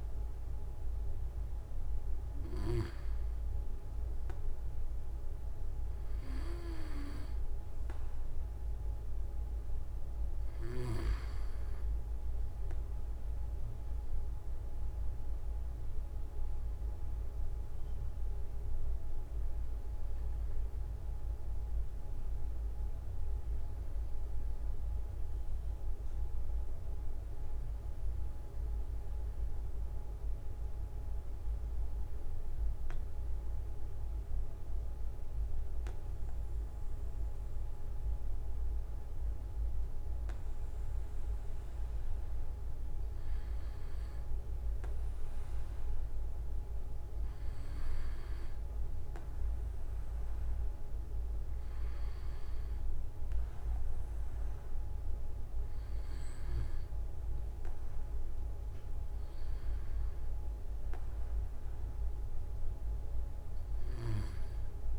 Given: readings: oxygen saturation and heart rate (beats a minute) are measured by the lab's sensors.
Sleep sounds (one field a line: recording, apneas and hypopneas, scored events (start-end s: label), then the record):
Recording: breathing in sleep, hard to hear, by a room microphone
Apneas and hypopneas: none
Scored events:
2.00-4.00 s: long interval between heartbeats (device-marked)
6.50-8.50 s: long interval between heartbeats (device-marked)
37.50-39.50 s: long interval between heartbeats (device-marked)
From the record:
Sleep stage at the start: N2 (light sleep)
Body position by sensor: on the back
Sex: male